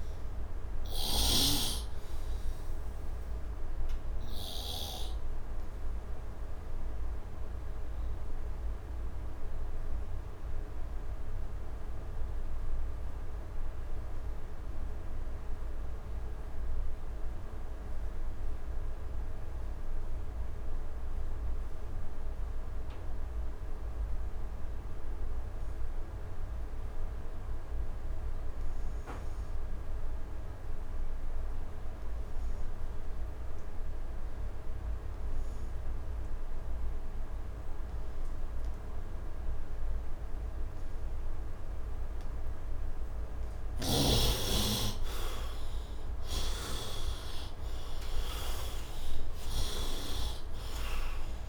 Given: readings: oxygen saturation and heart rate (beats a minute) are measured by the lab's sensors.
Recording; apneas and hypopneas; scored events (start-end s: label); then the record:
breathing in sleep by a room microphone; 1
0.00-5.00 s: snoring (device-marked)
0.00-17.50 s: oxygen desaturation (device-marked, oxygen 76% lowest, heart rate 68 extreme)
3.50-43.00 s: obstructive apnea (oxygen 100% before, 68% lowest, heart rate 79 before, 67 extreme, up 9 after)
24.50-51.49 s: oxygen desaturation (device-marked, oxygen 100% before, 68% lowest, heart rate 72 before, 67 extreme)
45.50-49.00 s: arousal
From the record:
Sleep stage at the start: N2 (light sleep); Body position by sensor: on the right side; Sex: male